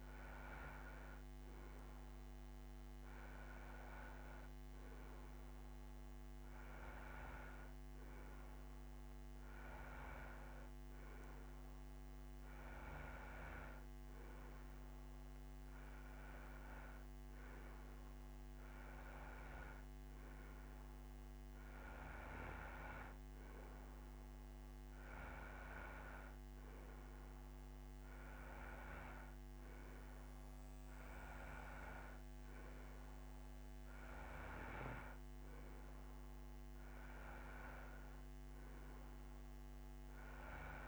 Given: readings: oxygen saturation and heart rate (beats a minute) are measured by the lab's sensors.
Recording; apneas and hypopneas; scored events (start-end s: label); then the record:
breathing in sleep by a microphone on the trachea; none
none scored
From the record:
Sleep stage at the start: N2 (light sleep); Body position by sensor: on the right side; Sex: male